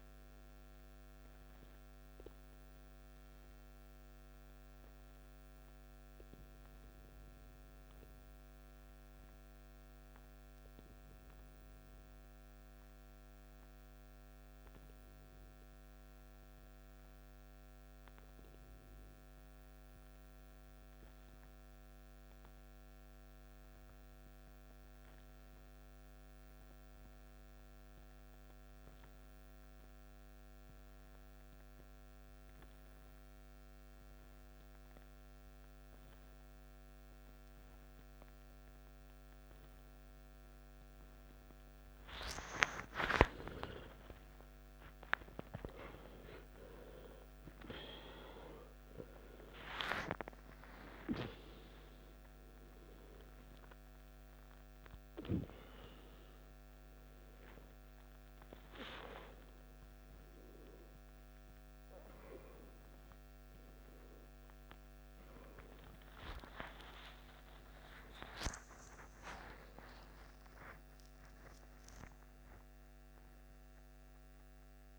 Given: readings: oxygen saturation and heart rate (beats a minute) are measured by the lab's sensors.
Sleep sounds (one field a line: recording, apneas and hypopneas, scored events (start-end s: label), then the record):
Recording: a person partly awake in a sleep study, by a microphone on the trachea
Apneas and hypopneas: 1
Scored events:
2.50-42.00 s: obstructive apnea (oxygen 96% before, 86% lowest, heart rate 66 before, 52 extreme, up 14 after)
28.50-74.99 s: oxygen desaturation (device-marked, oxygen 99% before, 86% lowest, heart rate 54 before, 55 extreme)
41.50-71.50 s: new sleep stage, awake
66.50-68.50 s: long interval between heartbeats (device-marked, heart rate 68 before, 78 extreme)
69.00-71.00 s: long interval between heartbeats (device-marked, heart rate 69 before, 85 extreme)
71.50-74.99 s: new sleep stage, N1 (lightest sleep)
From the record:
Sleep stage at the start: N2 (light sleep)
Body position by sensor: on the back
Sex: male